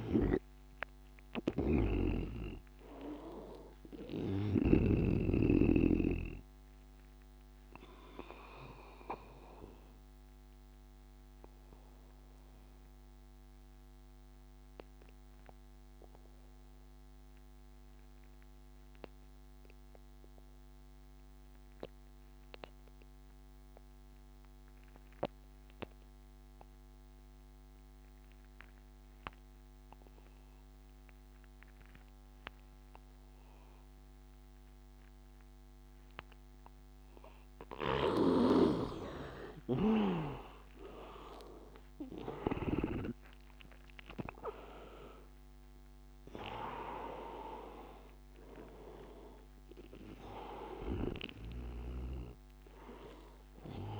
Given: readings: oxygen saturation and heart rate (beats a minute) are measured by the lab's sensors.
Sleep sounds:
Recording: breathing in sleep by a microphone on the trachea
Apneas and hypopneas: 1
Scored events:
0.00-5.00 s: snoring (device-marked)
0.00-15.50 s: oxygen desaturation (device-marked, oxygen 86% lowest, heart rate 81 extreme)
7.00-38.00 s: obstructive apnea (oxygen 100% before, 81% lowest, heart rate 91 before, 81 extreme, up 10 after)
29.50-54.00 s: oxygen desaturation (device-marked, oxygen 99% before, 81% lowest, heart rate 86 before, 78 extreme)
40.00-44.50 s: arousal
From the record:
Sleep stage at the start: N2 (light sleep)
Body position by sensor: on the right side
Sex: male

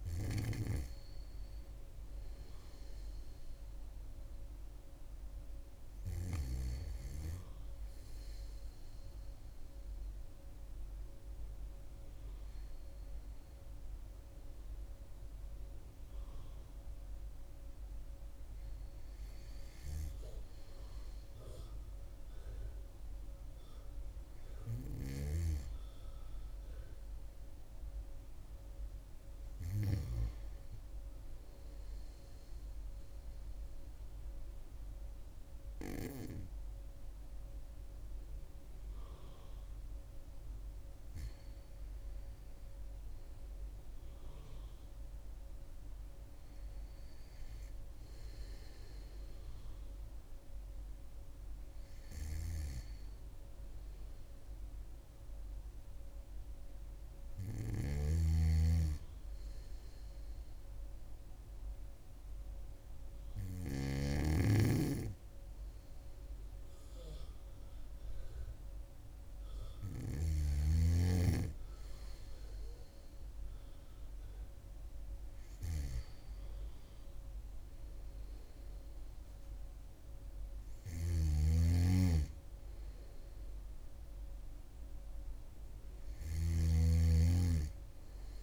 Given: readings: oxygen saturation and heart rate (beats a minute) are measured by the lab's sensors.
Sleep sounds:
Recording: breathing in sleep by a room microphone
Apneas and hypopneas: none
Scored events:
57.50-64.00 s: snoring (device-marked)
80.50-88.43 s: snoring (device-marked)
From the record:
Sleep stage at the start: N2 (light sleep)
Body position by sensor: on the back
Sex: female

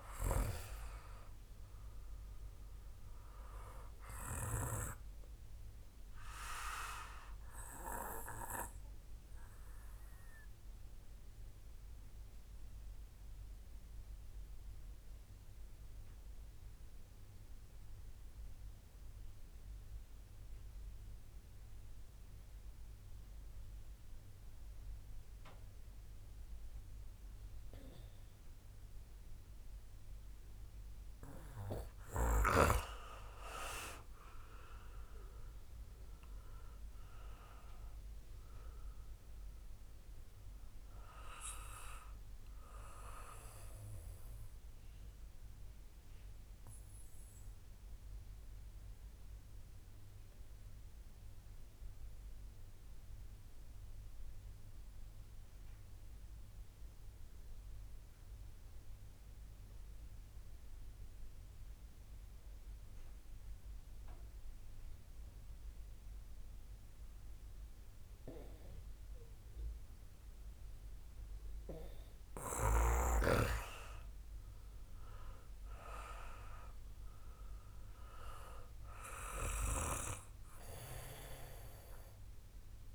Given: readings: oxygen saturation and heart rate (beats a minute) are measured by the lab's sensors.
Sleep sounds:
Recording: breathing in sleep by a room microphone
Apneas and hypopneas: 2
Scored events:
0.00-1.50 s: arousal
0.50-19.50 s: oxygen desaturation (device-marked, oxygen 96% before, 89% lowest, heart rate 67 before, 37 extreme)
6.50-30.00 s: obstructive apnea (oxygen 97% before, 88% lowest, heart rate 65 before, 37 extreme, up 1 after)
32.50-58.50 s: oxygen desaturation (device-marked, oxygen 96% before, 88% lowest, heart rate 64 before, 37 extreme)
34.50-38.50 s: arousal
45.50-71.50 s: mixed apnea (oxygen 96% before, 88% lowest, heart rate 54 before, 53 extreme, up 2 after)
74.50-82.95 s: oxygen desaturation (device-marked, oxygen 97% before, 89% lowest, heart rate 63 before, 53 extreme)
75.00-78.50 s: arousal
From the record:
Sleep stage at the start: N2 (light sleep)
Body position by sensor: on the back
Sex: male

